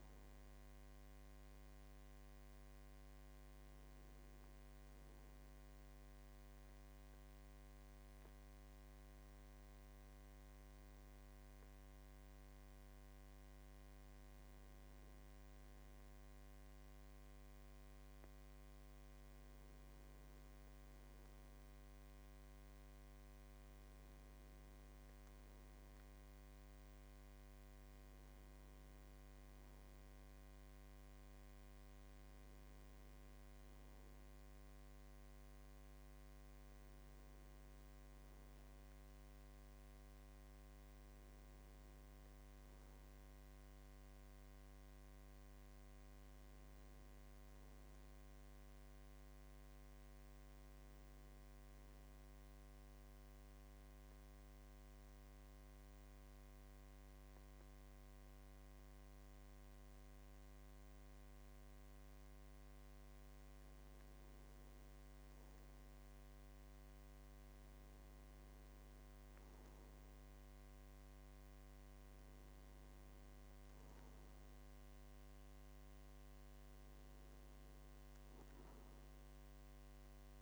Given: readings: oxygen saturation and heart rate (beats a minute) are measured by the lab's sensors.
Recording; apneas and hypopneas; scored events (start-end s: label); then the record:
breathing in sleep, hard to hear, by a microphone on the trachea; 2
5.00-16.00 s: hypopnea (oxygen 97% before, 93% lowest, heart rate 56 before, 54 extreme, up 0 after)
20.00-23.50 s: arousal
52.50-63.00 s: obstructive apnea (oxygen 96% before, 92% lowest, heart rate 56 before, 51 extreme, up 6 after)
64.50-68.50 s: arousal
69.00-80.42 s: oxygen desaturation (device-marked, oxygen 96% before, 92% lowest, heart rate 53 before, 55 extreme)
From the record:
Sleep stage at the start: N2 (light sleep); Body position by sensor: on the back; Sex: male